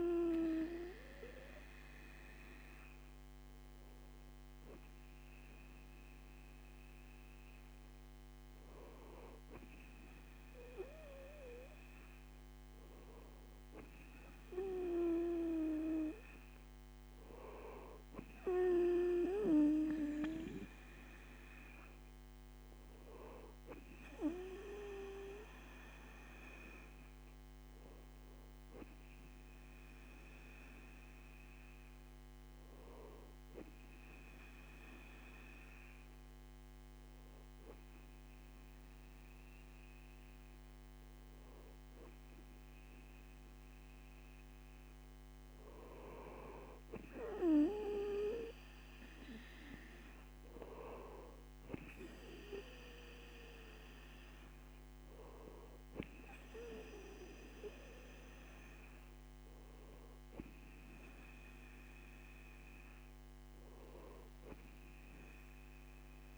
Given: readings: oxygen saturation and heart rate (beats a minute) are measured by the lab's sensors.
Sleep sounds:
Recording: breathing in sleep by a microphone on the trachea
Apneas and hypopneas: none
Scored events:
none scored
From the record:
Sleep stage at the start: N2 (light sleep)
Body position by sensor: on the right side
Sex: male

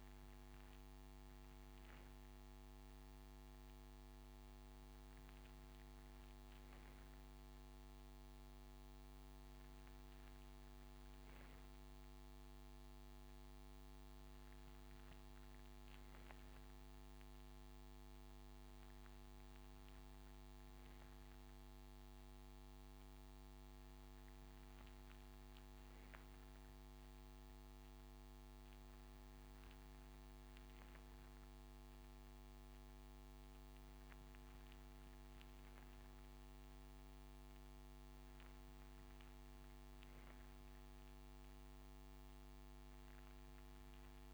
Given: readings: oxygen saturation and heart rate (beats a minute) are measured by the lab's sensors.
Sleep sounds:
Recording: breathing in sleep, hard to hear, by a microphone on the trachea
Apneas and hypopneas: none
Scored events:
none scored
From the record:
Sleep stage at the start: N3 (deep sleep)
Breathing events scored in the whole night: 91 in 7.6 hours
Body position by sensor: on the right side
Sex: male

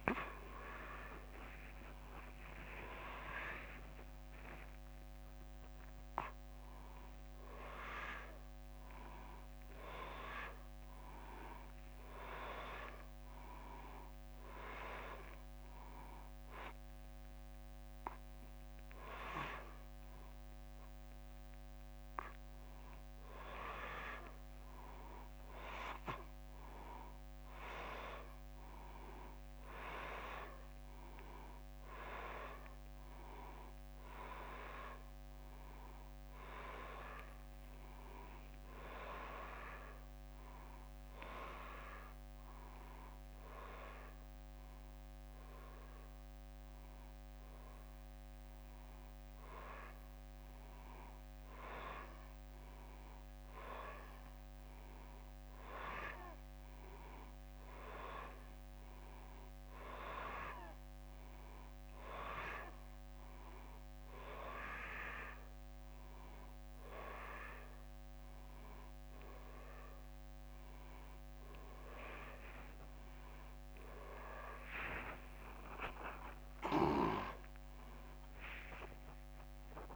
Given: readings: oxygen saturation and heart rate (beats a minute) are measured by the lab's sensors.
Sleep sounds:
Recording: a person awake in a sleep study, by a microphone on the trachea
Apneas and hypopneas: none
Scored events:
none scored
From the record:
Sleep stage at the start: awake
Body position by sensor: upright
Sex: male

